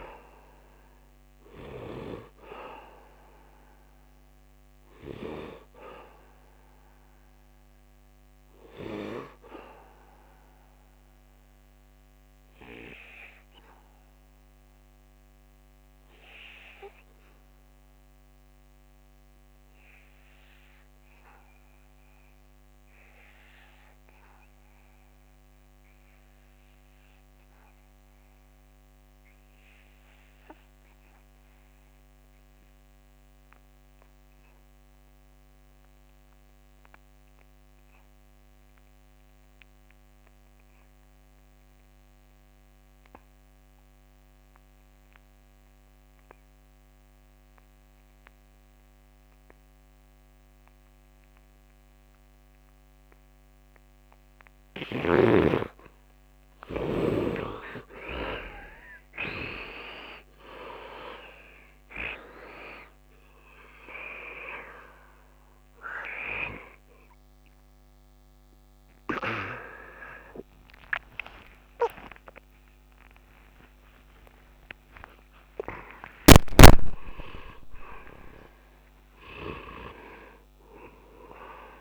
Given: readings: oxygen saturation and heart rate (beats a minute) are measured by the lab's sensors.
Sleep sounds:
breathing in sleep by a microphone on the trachea; 1
0.00-21.50 s: oxygen desaturation (device-marked, oxygen 65% lowest, heart rate 68 extreme)
7.50-54.00 s: obstructive apnea (oxygen 97% before, 58% lowest, heart rate 79 before, 70 extreme, up 9 after)
27.50-81.81 s: oxygen desaturation (device-marked, oxygen 100% before, 58% lowest, heart rate 72 before, 70 extreme)
70.50-77.50 s: arousal
From the record:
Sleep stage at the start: N2 (light sleep); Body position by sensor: on the back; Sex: male

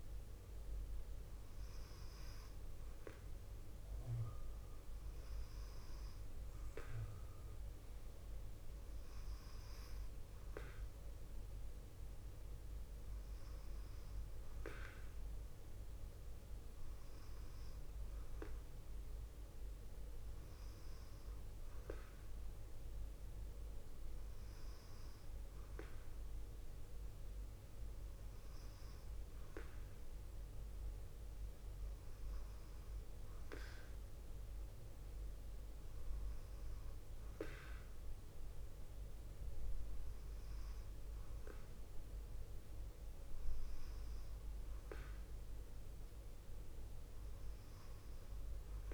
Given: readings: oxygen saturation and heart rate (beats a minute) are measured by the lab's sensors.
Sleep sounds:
breathing in sleep by a room microphone; none
none scored
From the record:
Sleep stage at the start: N2 (light sleep); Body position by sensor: on the left side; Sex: female

